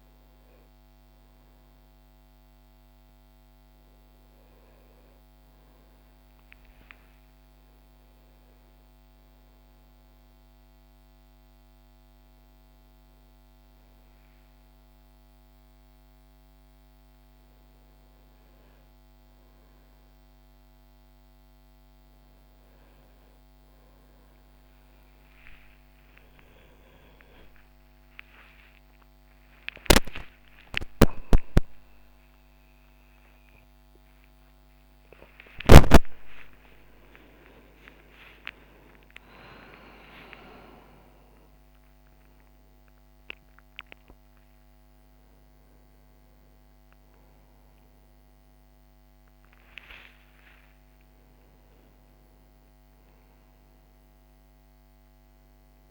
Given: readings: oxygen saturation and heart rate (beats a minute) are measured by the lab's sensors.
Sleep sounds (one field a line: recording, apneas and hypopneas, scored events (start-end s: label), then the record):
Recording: a person awake in a sleep study, by a microphone on the trachea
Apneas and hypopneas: none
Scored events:
49.00-55.91 s: new sleep stage, N1 (lightest sleep)
From the record:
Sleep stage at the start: awake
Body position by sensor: on the right side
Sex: male